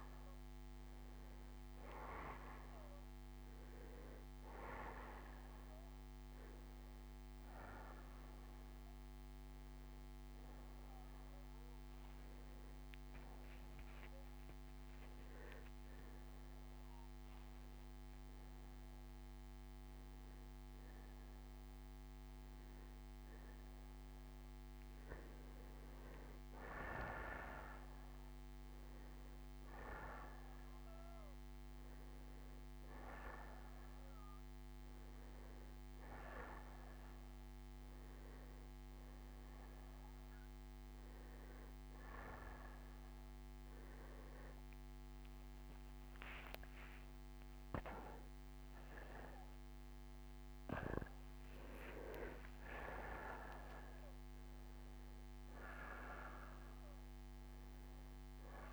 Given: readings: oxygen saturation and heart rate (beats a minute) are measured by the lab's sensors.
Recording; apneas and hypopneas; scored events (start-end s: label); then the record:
breathing in sleep by a microphone on the trachea; 1
12.50-21.50 s: bradycardia (device-marked, heart rate 68 before, 46 extreme)
13.00-24.50 s: hypopnea (oxygen 95% before, 91% lowest, heart rate 72 before, 46 extreme, up 17 after)
29.50-46.50 s: oxygen desaturation (device-marked, oxygen 94% before, 91% lowest, heart rate 59 before, 57 extreme)
45.50-51.00 s: arousal
49.50-51.50 s: bradycardia (device-marked, heart rate 68 before, 66 extreme)
From the record:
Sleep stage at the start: N1 (lightest sleep); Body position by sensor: on the back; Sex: male